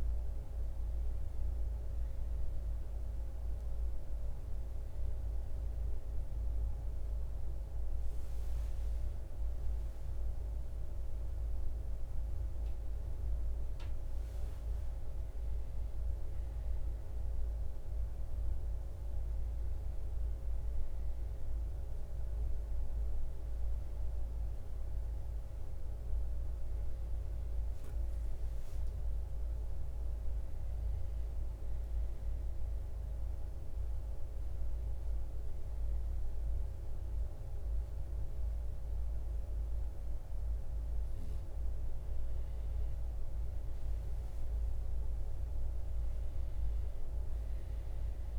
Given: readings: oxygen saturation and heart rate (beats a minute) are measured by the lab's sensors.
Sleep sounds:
breathing in sleep, hard to hear, by a room microphone; 1
32.00-42.00 s: hypopnea (oxygen 96% before, 91% lowest, heart rate 62 before, 57 extreme, up 6 after)
43.00-47.00 s: arousal
From the record:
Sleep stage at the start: N2 (light sleep); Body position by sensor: on the back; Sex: male

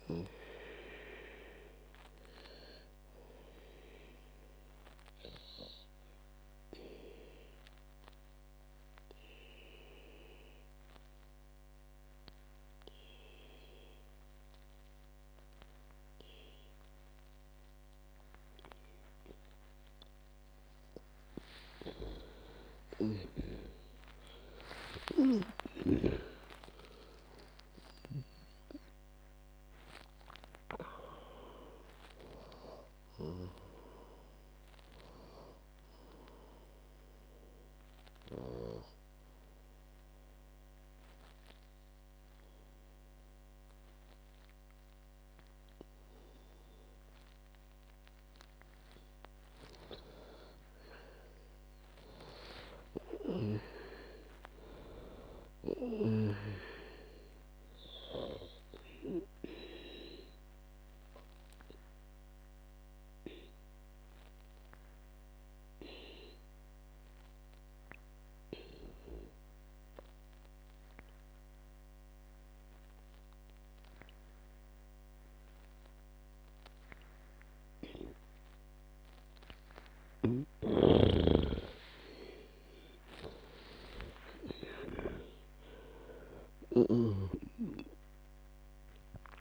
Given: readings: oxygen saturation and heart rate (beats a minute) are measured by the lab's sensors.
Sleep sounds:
breathing in sleep by a microphone on the trachea; 3
0.00-16.00 s: oxygen desaturation (device-marked, oxygen 96% lowest, heart rate 63 extreme)
3.00-20.00 s: obstructive apnea (oxygen 100% before, 93% lowest, heart rate 89 before, 63 extreme, up 19 after)
25.50-30.50 s: arousal
28.00-48.00 s: oxygen desaturation (device-marked, oxygen 98% before, 93% lowest, heart rate 71 before, 59 extreme)
39.50-50.00 s: obstructive apnea (oxygen 98% before, 92% lowest, heart rate 78 before, 59 extreme, up 19 after)
52.00-55.00 s: arousal
58.00-80.00 s: obstructive apnea (oxygen 98% before, 92% lowest, heart rate 69 before, 58 extreme, up 48 after)
82.00-84.50 s: arousal
83.00-89.41 s: oxygen desaturation (device-marked, oxygen 98% before, 92% lowest, heart rate 65 before, 57 extreme)
From the record:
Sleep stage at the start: N2 (light sleep); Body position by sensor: on the back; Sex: female

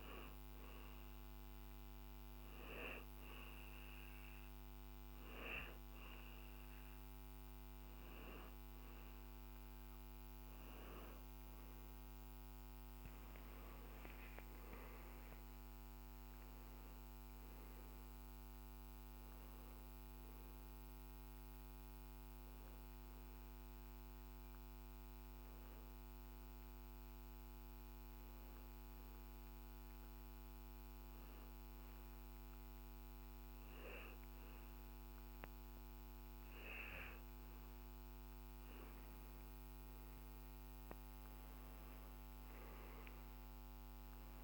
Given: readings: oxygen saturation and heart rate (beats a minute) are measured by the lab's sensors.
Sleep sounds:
breathing in sleep, hard to hear, by a microphone on the trachea; 1
24.00-38.50 s: hypopnea (oxygen 95% before, 92% lowest, heart rate 67 before, 56 extreme, up 18 after)
40.50-43.50 s: arousal
From the record:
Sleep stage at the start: N2 (light sleep); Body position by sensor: on the back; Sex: male

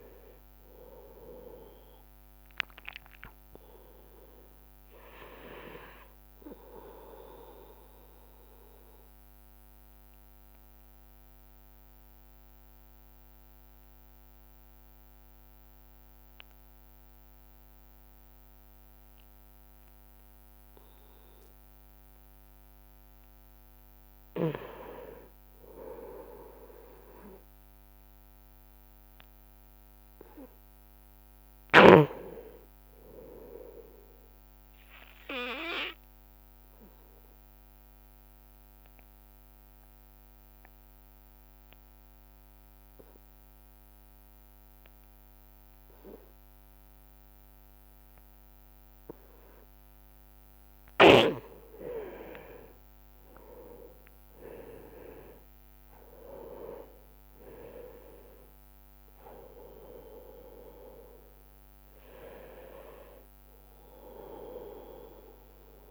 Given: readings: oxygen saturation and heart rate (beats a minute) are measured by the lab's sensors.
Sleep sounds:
breathing in sleep by a microphone on the trachea; 2
0.00-17.00 s: oxygen desaturation (device-marked, oxygen 92% lowest)
9.00-24.50 s: obstructive apnea (oxygen 98% before, 88% lowest)
26.50-31.00 s: arousal
33.00-49.00 s: oxygen desaturation (device-marked, oxygen 97% before, 92% lowest)
35.00-49.50 s: obstructive apnea (oxygen 98% before, 88% lowest)
52.00-56.50 s: arousal
57.00-62.00 s: oxygen desaturation (device-marked, oxygen 95% before, 92% lowest)
58.00-60.00 s: long interval between heartbeats (device-marked)
From the record:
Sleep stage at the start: N2 (light sleep); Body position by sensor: on the right side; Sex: male

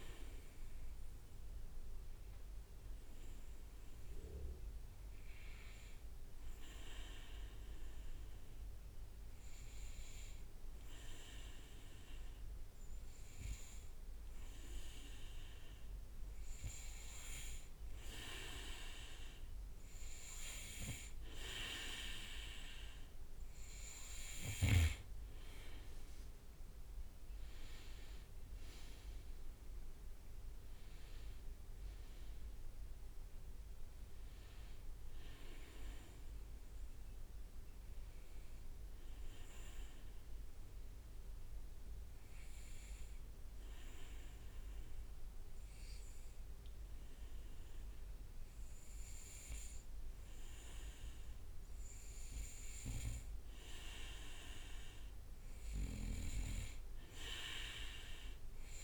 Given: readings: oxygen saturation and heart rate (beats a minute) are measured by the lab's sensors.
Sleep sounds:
breathing in sleep by a room microphone; 2
1.50-17.00 s: hypopnea (oxygen 98% before, 94% lowest, heart rate 66 before, 60 extreme, up 6 after)
19.00-24.00 s: arousal
21.50-32.50 s: oxygen desaturation (device-marked, oxygen 98% before, 94% lowest, heart rate 62 before, 60 extreme)
39.50-52.50 s: obstructive apnea (oxygen 98% before, 93% lowest, heart rate 67 before, 60 extreme, up 4 after)
56.50-58.84 s: oxygen desaturation (device-marked, oxygen 98% before, 94% lowest, heart rate 65 before, 58 extreme)
From the record:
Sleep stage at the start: N2 (light sleep); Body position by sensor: on the back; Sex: male

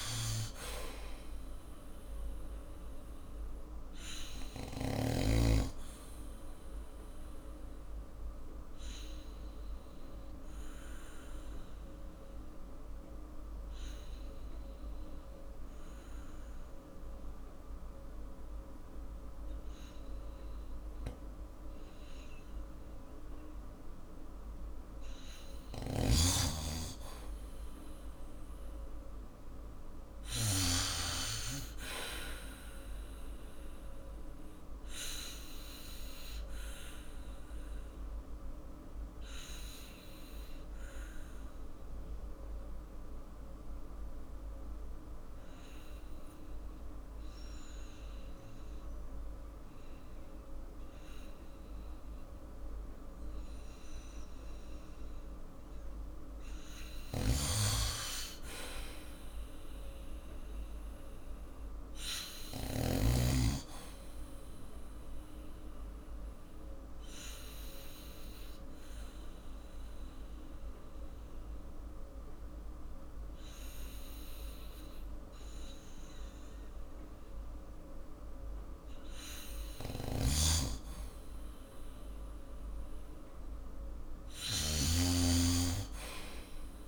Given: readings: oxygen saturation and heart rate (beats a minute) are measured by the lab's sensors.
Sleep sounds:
breathing in sleep by a room microphone; 3
0.00-5.00 s: snoring (device-marked)
0.00-7.00 s: oxygen desaturation (device-marked, oxygen 91% lowest, heart rate 48 extreme)
7.00-24.00 s: obstructive apnea (oxygen 96% before, 91% lowest, heart rate 55 before, 48 extreme, up 10 after)
24.00-31.00 s: oxygen desaturation (device-marked, oxygen 96% before, 92% lowest, heart rate 52 before, 49 extreme)
25.50-31.00 s: snoring (device-marked)
28.00-32.00 s: arousal
35.50-54.50 s: obstructive apnea (oxygen 96% before, 90% lowest, heart rate 53 before, 49 extreme, up 7 after)
55.00-65.00 s: oxygen desaturation (device-marked, oxygen 96% before, 91% lowest, heart rate 53 before, 49 extreme)
57.00-63.00 s: snoring (device-marked)
57.50-62.00 s: arousal
66.00-79.00 s: obstructive apnea (oxygen 96% before, 90% lowest, heart rate 53 before, 49 extreme, up 7 after)
79.50-85.00 s: snoring (device-marked)
81.00-84.50 s: arousal
84.00-86.88 s: oxygen desaturation (device-marked, oxygen 97% before, 90% lowest, heart rate 52 before, 51 extreme)
From the record:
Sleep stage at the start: N2 (light sleep); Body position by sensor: on the back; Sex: male

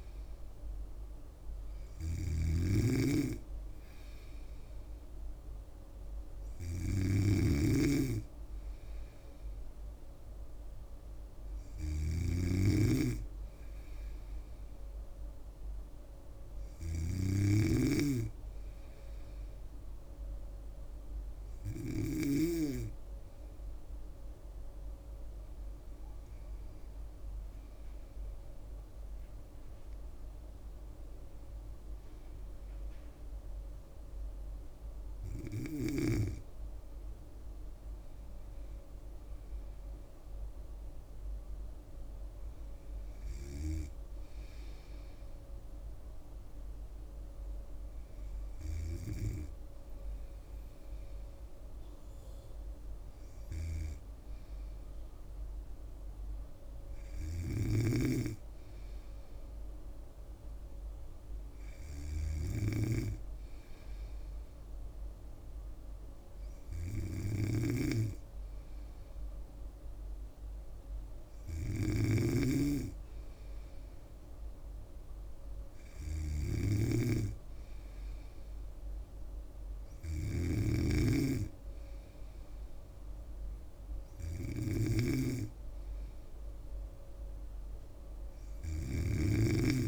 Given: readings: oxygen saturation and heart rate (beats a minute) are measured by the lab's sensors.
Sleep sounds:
breathing in sleep by a room microphone; none
0.00-22.50 s: snoring (device-marked)
57.50-89.88 s: snoring (device-marked)
From the record:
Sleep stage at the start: N2 (light sleep); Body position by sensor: on the back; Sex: female

